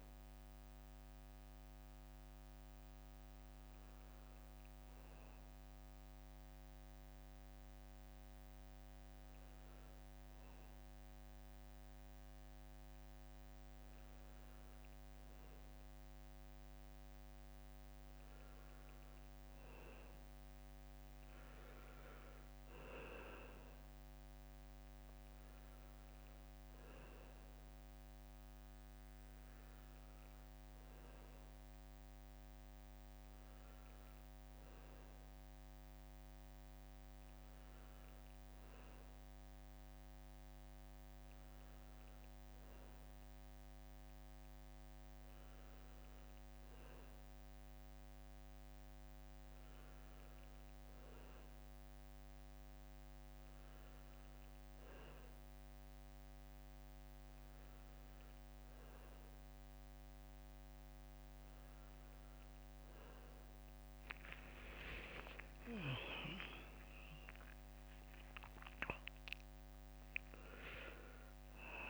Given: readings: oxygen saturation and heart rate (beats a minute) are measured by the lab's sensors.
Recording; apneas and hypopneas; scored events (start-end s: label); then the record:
a person partly awake in a sleep study, by a microphone on the trachea; 1
0.00-3.50 s: drop in pulse transit time (device-marked, heart rate 67 extreme)
5.50-71.90 s: new sleep stage, N1 (lightest sleep)
6.50-17.50 s: hypopnea (oxygen 98% before, 93% lowest, heart rate 83 before, 66 extreme, up 8 after)
19.00-22.50 s: arousal
64.50-68.00 s: arousal
From the record:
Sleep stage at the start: awake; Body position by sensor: on the right side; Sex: male